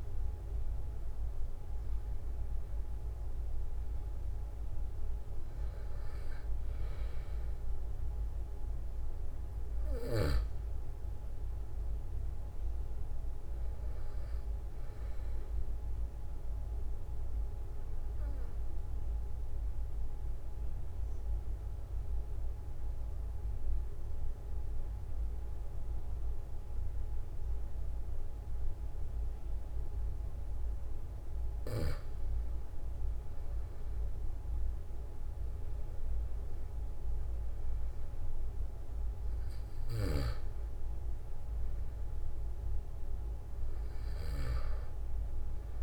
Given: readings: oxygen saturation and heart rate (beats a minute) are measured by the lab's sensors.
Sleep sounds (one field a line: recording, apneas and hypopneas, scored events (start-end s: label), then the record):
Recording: breathing in sleep, hard to hear, by a room microphone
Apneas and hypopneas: 1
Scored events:
0.00-1.50 s: arousal
6.50-26.50 s: oxygen desaturation (device-marked, oxygen 96% before, 92% lowest, heart rate 46 before, 44 extreme)
17.00-31.50 s: obstructive apnea (oxygen 96% before, 92% lowest, heart rate 46 before, 44 extreme, up 3 after)
34.50-39.50 s: arousal
From the record:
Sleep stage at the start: N2 (light sleep)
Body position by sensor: on the back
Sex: male